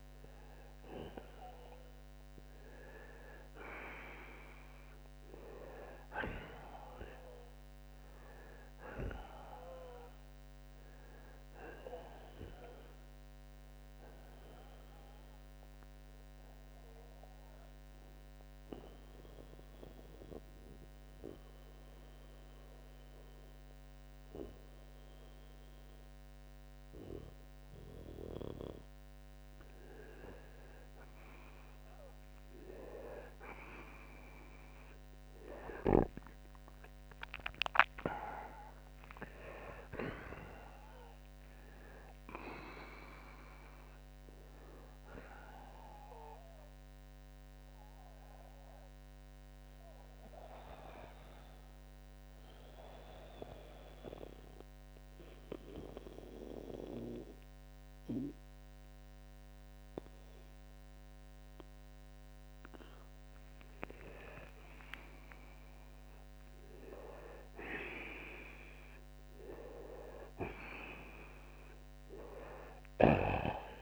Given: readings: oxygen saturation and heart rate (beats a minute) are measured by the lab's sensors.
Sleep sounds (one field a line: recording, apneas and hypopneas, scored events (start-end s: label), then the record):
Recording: breathing in sleep by a microphone on the trachea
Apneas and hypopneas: 2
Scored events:
0.00-3.50 s: oxygen desaturation (device-marked, oxygen 88% lowest)
2.50-6.50 s: arousal
7.50-73.81 s: new sleep stage, N2 (light sleep)
17.50-29.50 s: mixed apnea (oxygen 92% before, 86% lowest)
32.50-37.50 s: arousal
47.50-64.00 s: mixed apnea (oxygen 91% before, 86% lowest)
56.50-71.50 s: oxygen desaturation (device-marked, oxygen 91% before, 86% lowest)
70.50-73.81 s: arousal
From the record:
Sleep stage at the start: N1 (lightest sleep)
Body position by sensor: on the right side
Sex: male